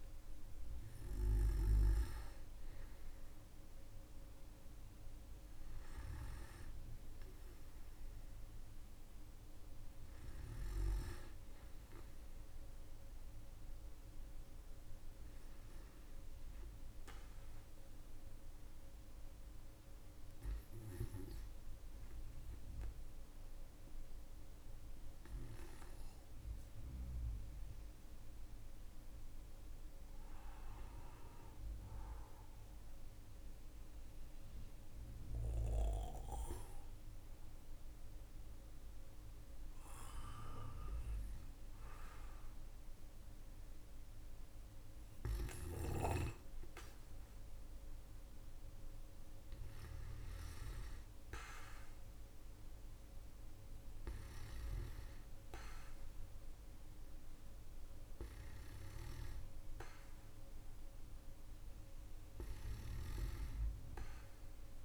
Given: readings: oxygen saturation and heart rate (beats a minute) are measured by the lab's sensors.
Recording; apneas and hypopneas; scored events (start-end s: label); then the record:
breathing in sleep by a room microphone; 1
23.00-44.00 s: obstructive apnea (oxygen 98% before, 93% lowest, heart rate 48 before, 48 extreme)
44.50-48.50 s: tachycardia (device-marked, heart rate 60 before, 109 extreme)
46.50-51.00 s: arousal
58.50-64.85 s: oxygen desaturation (device-marked, oxygen 96% before, 93% lowest, heart rate 80 before, 49 extreme)
From the record:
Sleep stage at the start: N2 (light sleep); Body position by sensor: on the back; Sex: male